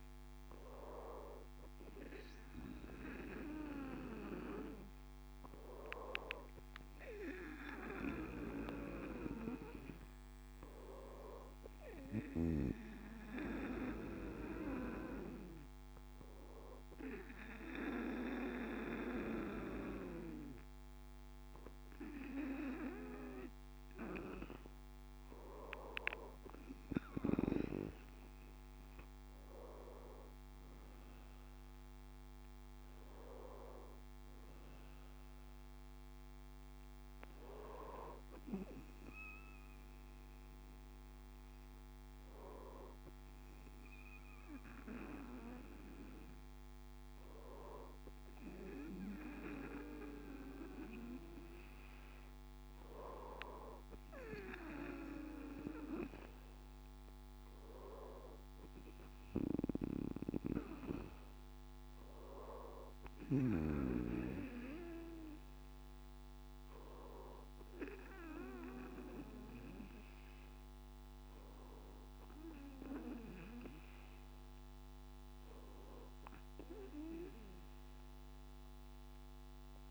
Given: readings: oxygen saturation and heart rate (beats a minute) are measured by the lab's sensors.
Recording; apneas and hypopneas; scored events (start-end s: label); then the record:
breathing in sleep by a microphone on the trachea; 1
11.50-25.00 s: hypopnea (oxygen 97% before, 97% lowest, heart rate 69 before, 67 extreme, up 7 after)
28.50-32.50 s: arousal
From the record:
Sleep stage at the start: N2 (light sleep); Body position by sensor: on the right side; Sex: male